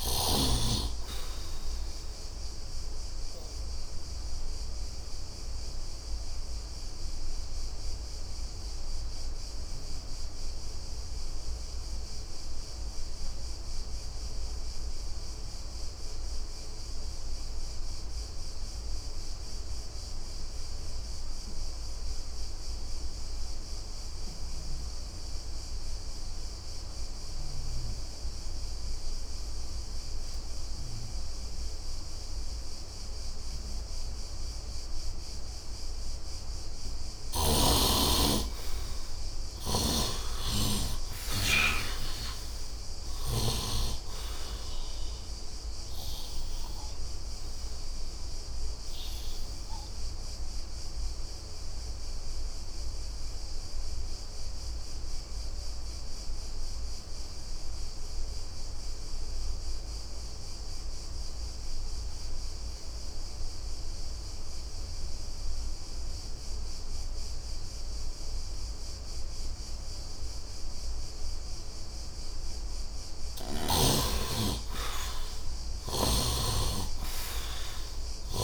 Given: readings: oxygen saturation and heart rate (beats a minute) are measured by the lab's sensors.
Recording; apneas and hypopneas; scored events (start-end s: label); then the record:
breathing in sleep by a room microphone; 2
0.00-20.50 s: oxygen desaturation (device-marked, oxygen 67% lowest, heart rate 62 extreme)
3.00-36.00 s: obstructive apnea (oxygen 99% before, 66% lowest, heart rate 83 before, 62 extreme, up 11 after)
24.00-27.50 s: snoring (device-marked)
27.50-68.50 s: oxygen desaturation (device-marked, oxygen 100% before, 66% lowest, heart rate 67 before, 65 extreme)
37.50-41.50 s: arousal
39.50-43.50 s: snoring (device-marked)
46.00-71.50 s: obstructive apnea (oxygen 100% before, 66% lowest, heart rate 79 before, 65 extreme, up 25 after)
73.50-77.50 s: arousal
73.50-78.44 s: oxygen desaturation (device-marked, oxygen 98% before, 68% lowest, heart rate 70 before, 73 extreme)
From the record:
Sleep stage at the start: N2 (light sleep); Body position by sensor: on the right side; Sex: male